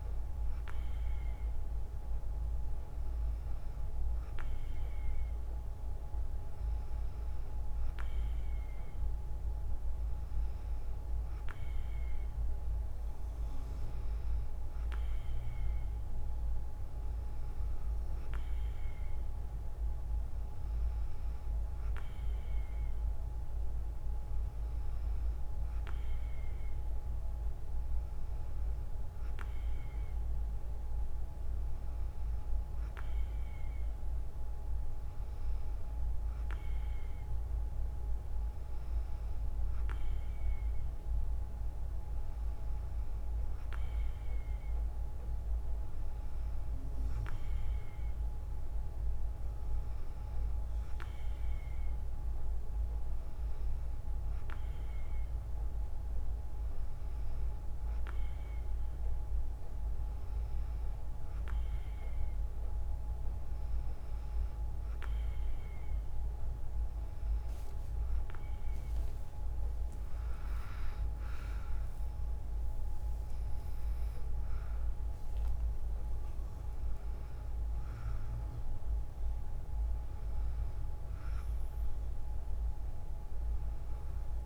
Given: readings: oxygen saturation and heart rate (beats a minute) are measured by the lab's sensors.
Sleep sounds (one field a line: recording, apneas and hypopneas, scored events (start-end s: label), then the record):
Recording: breathing in sleep, hard to hear, by a room microphone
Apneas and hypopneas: none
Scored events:
50.00-84.46 s: new sleep stage, N2 (light sleep)
68.00-71.00 s: arousal
69.50-71.50 s: long interval between heartbeats (device-marked, heart rate 60 before, 71 extreme)
From the record:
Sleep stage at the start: N3 (deep sleep)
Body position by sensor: on the right side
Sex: female